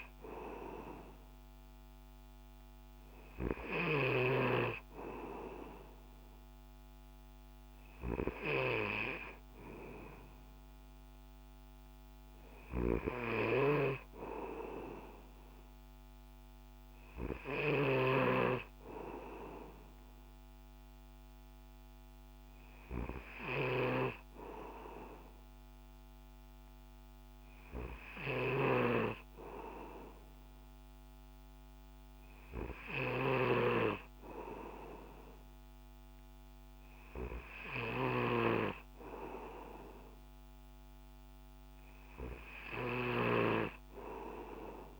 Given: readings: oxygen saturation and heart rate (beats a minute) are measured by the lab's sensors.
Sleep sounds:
breathing in sleep by a microphone on the trachea; none
12.50-18.00 s: snoring (device-marked)
43.00-45.00 s: snoring (device-marked)
From the record:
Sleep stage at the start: N2 (light sleep); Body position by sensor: on the back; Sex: male

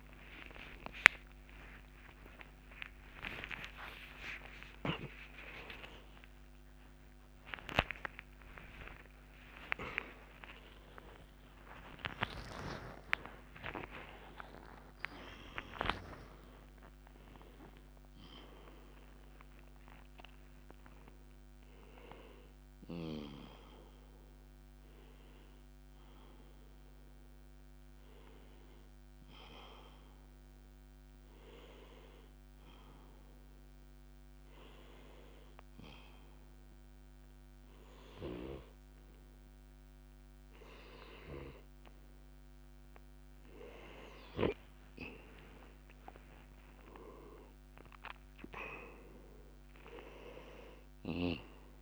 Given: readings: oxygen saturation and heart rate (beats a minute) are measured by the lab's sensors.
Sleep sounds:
a person awake in a sleep study, by a microphone on the trachea; none
3.00-33.00 s: new sleep stage, awake
18.00-34.00 s: oxygen desaturation (device-marked, oxygen 97% before, 93% lowest)
33.00-51.82 s: new sleep stage, N1 (lightest sleep)
47.00-51.82 s: oxygen desaturation (device-marked, oxygen 98% before, 92% lowest, heart rate 56 before, 61 extreme)
From the record:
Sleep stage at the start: N2 (light sleep); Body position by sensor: on the left side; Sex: male

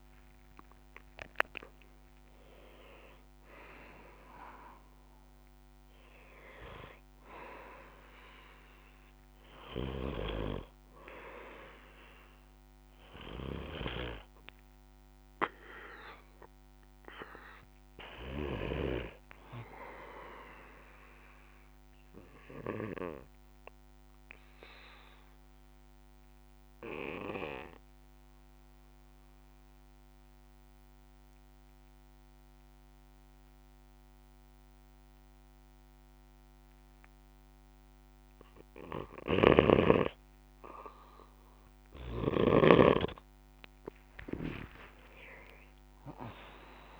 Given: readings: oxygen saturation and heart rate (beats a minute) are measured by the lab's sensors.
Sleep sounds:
breathing in sleep by a microphone on the trachea; 1
0.00-4.50 s: arousal
2.50-23.50 s: oxygen desaturation (device-marked, oxygen 97% before, 92% lowest, heart rate 65 before, 64 extreme)
22.50-39.00 s: obstructive apnea (oxygen 97% before, 90% lowest, heart rate 68 before, 63 extreme, up 6 after)
41.00-44.00 s: arousal
42.50-47.00 s: oxygen desaturation (device-marked, oxygen 97% before, 90% lowest, heart rate 68 before, 58 extreme)
From the record:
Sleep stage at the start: N2 (light sleep); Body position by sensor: on the back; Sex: male

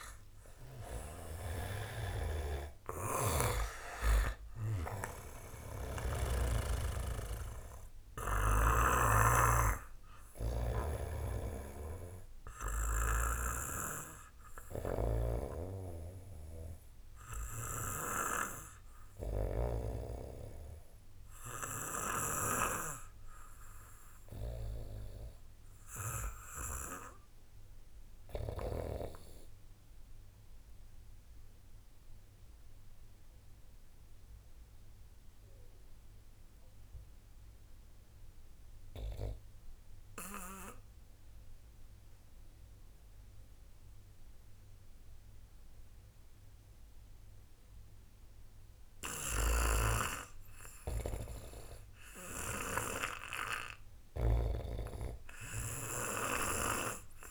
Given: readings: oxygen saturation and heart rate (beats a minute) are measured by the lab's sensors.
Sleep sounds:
breathing in sleep by a room microphone; 1
0.00-3.00 s: snoring (device-marked)
0.50-4.00 s: arousal
3.00-26.00 s: oxygen desaturation (device-marked, oxygen 90% before, 86% lowest, heart rate 55 before, 34 extreme)
5.00-8.50 s: snoring (device-marked)
10.50-19.50 s: snoring (device-marked)
30.00-50.50 s: obstructive apnea (oxygen 98% before, 90% lowest)
52.00-57.31 s: oxygen desaturation (device-marked, oxygen 97% before, 90% lowest)
53.50-56.50 s: arousal
54.00-57.31 s: snoring (device-marked)
From the record:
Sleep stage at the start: REM sleep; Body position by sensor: on the back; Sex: male

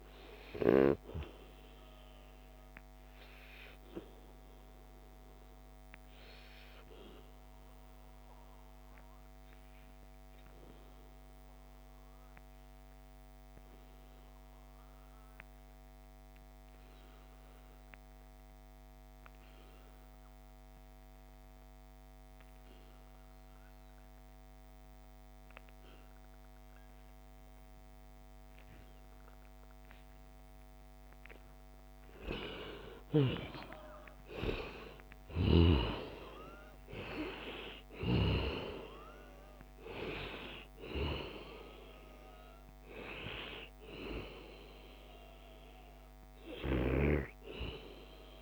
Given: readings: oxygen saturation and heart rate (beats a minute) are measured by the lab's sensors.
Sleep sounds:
breathing in sleep by a microphone on the trachea; 1
0.00-15.00 s: oxygen desaturation (device-marked, oxygen 89% lowest, heart rate 69 extreme)
2.50-31.50 s: obstructive apnea (oxygen 96% before, 88% lowest, heart rate 77 before, 69 extreme, up 11 after)
30.00-48.41 s: oxygen desaturation (device-marked, oxygen 97% before, 88% lowest, heart rate 72 before, 71 extreme)
32.00-34.00 s: long interval between heartbeats (device-marked, heart rate 72 before, 80 extreme)
32.50-36.50 s: arousal
From the record:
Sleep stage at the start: N2 (light sleep); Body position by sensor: on the back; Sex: male

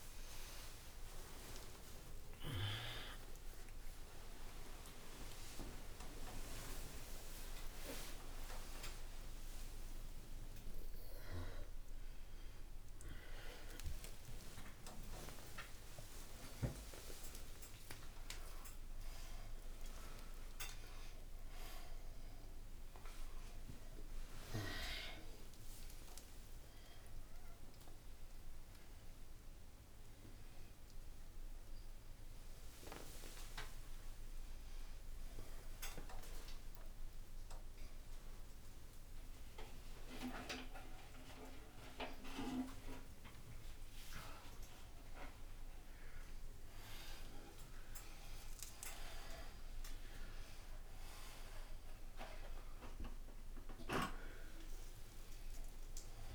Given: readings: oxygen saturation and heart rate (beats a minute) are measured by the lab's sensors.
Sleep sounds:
a person awake in a sleep study, by a room microphone; none
5.50-56.34 s: new sleep stage, awake
From the record:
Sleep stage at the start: N2 (light sleep); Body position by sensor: upright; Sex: male

